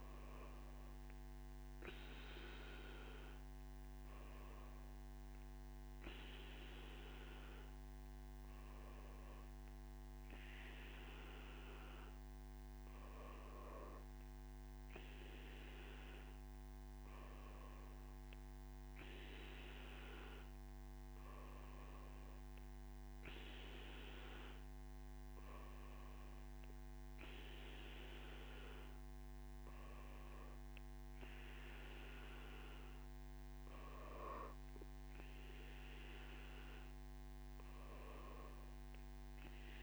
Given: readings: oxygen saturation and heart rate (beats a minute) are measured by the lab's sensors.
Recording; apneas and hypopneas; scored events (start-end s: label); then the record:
breathing in sleep, hard to hear, by a microphone on the trachea; none
none scored
From the record:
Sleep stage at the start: N2 (light sleep); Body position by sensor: on the back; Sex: male